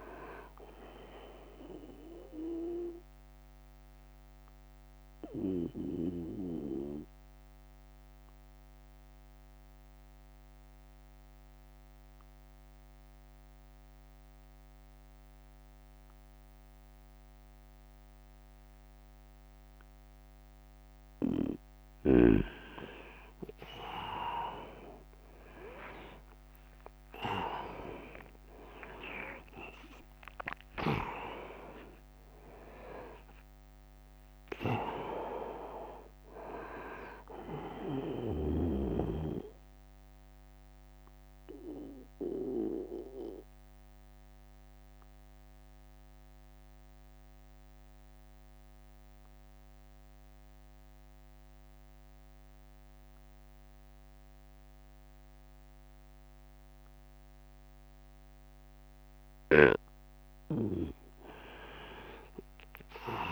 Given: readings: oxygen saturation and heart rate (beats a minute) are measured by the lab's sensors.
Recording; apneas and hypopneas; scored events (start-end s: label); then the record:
breathing in sleep by a microphone on the trachea; 2
0.00-6.00 s: drop in pulse transit time (device-marked, heart rate 68 extreme)
0.00-15.00 s: oxygen desaturation (device-marked, oxygen 94% lowest, heart rate 62 extreme)
1.00-19.50 s: obstructive apnea (oxygen 100% before, 94% lowest, heart rate 77 before, 62 extreme, up 27 after)
16.00-18.00 s: long interval between heartbeats (device-marked, heart rate 74 before, 66 extreme)
24.00-37.00 s: drop in pulse transit time (device-marked, heart rate 71 before, 79 extreme)
24.50-28.50 s: arousal
27.50-29.50 s: long interval between heartbeats (device-marked, heart rate 71 before, 89 extreme)
29.00-49.00 s: oxygen desaturation (device-marked, oxygen 100% before, 95% lowest, heart rate 73 before, 68 extreme)
29.50-31.50 s: long interval between heartbeats (device-marked, heart rate 73 before, 90 extreme)
38.50-58.50 s: obstructive apnea (oxygen 100% before, 94% lowest, heart rate 82 before, 62 extreme, up 15 after)
54.00-56.00 s: long interval between heartbeats (device-marked, heart rate 77 before, 69 extreme)
61.00-63.32 s: arousal
From the record:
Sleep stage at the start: N2 (light sleep); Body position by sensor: on the right side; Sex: male